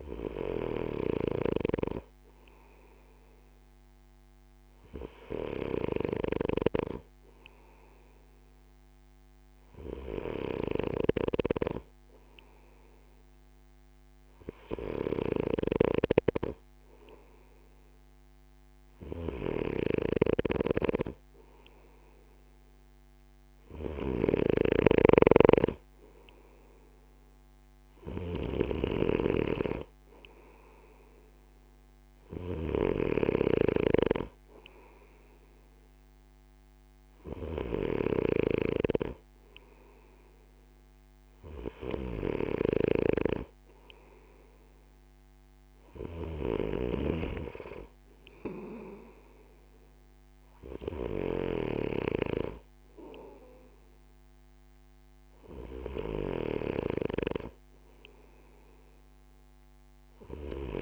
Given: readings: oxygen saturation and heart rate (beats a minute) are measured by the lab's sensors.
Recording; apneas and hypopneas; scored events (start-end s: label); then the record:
breathing in sleep by a microphone on the trachea; none
0.00-60.82 s: snoring (device-marked)
From the record:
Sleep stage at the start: N2 (light sleep); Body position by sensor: on the right side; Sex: male